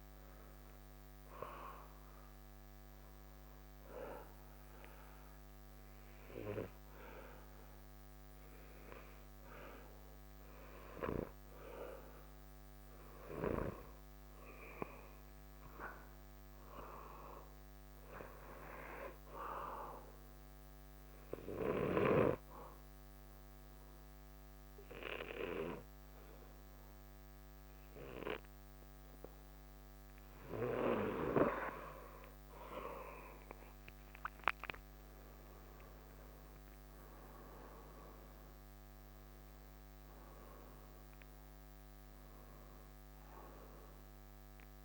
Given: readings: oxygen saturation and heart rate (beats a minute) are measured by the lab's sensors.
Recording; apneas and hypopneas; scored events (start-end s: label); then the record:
breathing in sleep by a microphone on the trachea; 2
3.50-13.50 s: obstructive apnea (oxygen 94% before, 87% lowest, heart rate 70 before, 65 extreme, up 5 after)
15.00-18.00 s: arousal
20.50-33.00 s: obstructive apnea (oxygen 93% before, 87% lowest, heart rate 68 before, 67 extreme, up 0 after)
34.00-38.00 s: arousal
39.50-44.85 s: oxygen desaturation (device-marked, oxygen 93% before, 87% lowest, heart rate 70 before, 67 extreme)
From the record:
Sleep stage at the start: N2 (light sleep); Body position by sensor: on the back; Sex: male